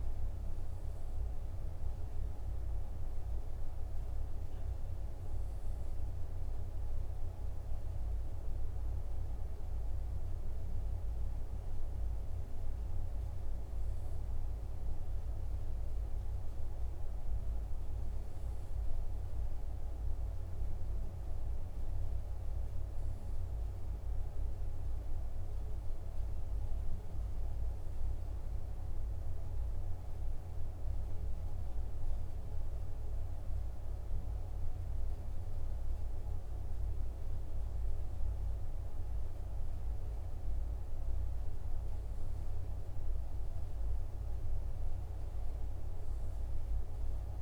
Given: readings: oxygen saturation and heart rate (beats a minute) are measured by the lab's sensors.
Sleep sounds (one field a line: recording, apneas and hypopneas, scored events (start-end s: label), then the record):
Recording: breathing in sleep, hard to hear, by a room microphone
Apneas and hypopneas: none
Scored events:
38.50-47.42 s: new sleep stage, N2 (light sleep)
From the record:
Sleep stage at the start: N1 (lightest sleep)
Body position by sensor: on the back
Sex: male